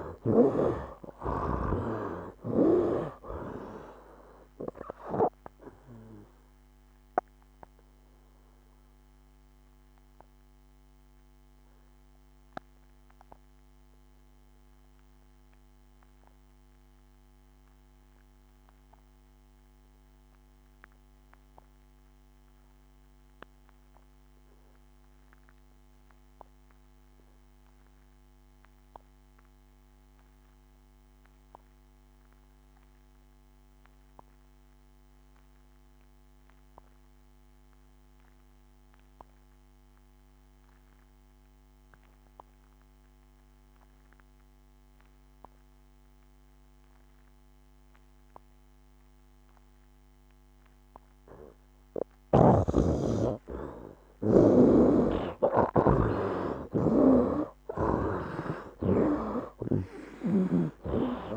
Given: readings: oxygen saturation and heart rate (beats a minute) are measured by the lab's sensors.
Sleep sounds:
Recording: breathing in sleep by a microphone on the trachea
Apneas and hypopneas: 1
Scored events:
0.00-2.50 s: snoring (device-marked)
0.00-22.50 s: oxygen desaturation (device-marked, oxygen 61% lowest, heart rate 65 extreme)
6.00-51.50 s: obstructive apnea (oxygen 95% before, 53% lowest, heart rate 77 before, 65 extreme, up 12 after)
24.50-61.37 s: oxygen desaturation (device-marked, oxygen 97% before, 53% lowest, heart rate 73 before, 66 extreme)
54.50-58.00 s: snoring (device-marked)
54.50-59.50 s: arousal
60.00-61.37 s: snoring (device-marked)
From the record:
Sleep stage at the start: N2 (light sleep)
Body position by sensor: on the right side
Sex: male

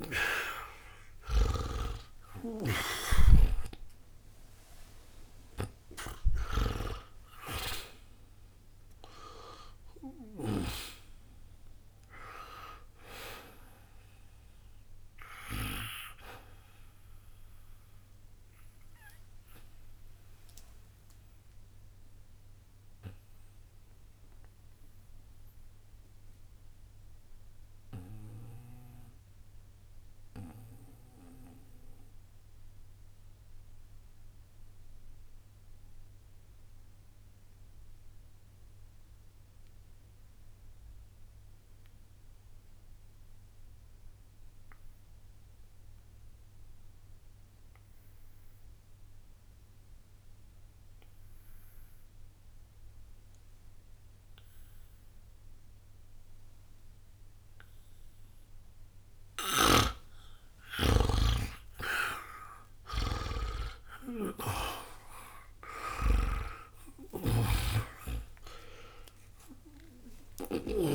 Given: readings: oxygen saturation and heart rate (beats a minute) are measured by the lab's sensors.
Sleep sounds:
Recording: breathing in sleep by a room microphone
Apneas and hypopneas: 1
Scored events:
0.00-2.50 s: snoring (device-marked)
0.00-3.50 s: arousal
0.00-35.50 s: oxygen desaturation (device-marked, oxygen 79% lowest, heart rate 60 extreme)
19.00-60.00 s: obstructive apnea (oxygen 96% before, 79% lowest, heart rate 81 before, 60 extreme, up 56 after)
55.50-70.95 s: oxygen desaturation (device-marked, oxygen 99% before, 82% lowest, heart rate 60 before, 59 extreme)
62.50-67.50 s: arousal
66.50-70.95 s: snoring (device-marked)
From the record:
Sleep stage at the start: N2 (light sleep)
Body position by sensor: on the back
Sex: male

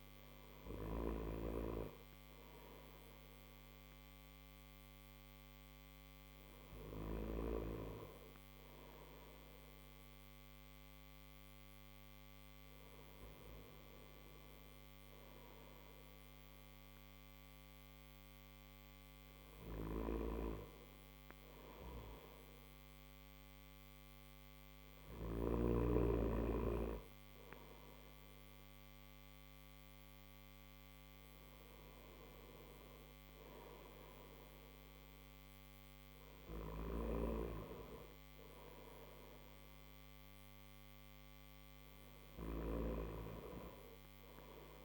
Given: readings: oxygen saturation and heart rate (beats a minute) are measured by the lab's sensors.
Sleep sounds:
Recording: breathing in sleep by a microphone on the trachea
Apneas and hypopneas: none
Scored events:
none scored
From the record:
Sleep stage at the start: N1 (lightest sleep)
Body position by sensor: on the back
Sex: male

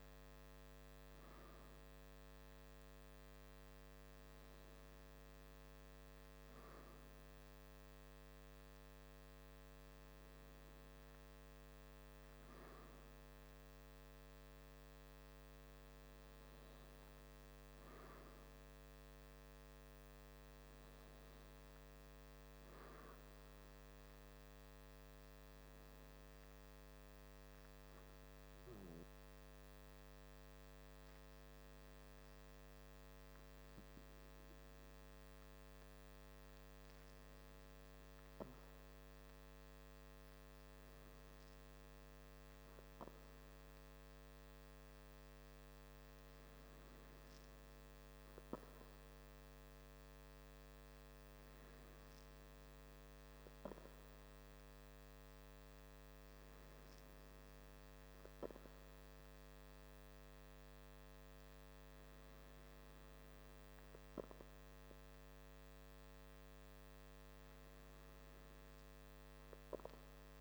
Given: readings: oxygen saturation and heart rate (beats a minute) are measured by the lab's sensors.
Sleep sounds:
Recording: breathing in sleep, hard to hear, by a microphone on the trachea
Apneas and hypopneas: none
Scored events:
none scored
From the record:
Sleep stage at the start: N2 (light sleep)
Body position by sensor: on the back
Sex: male

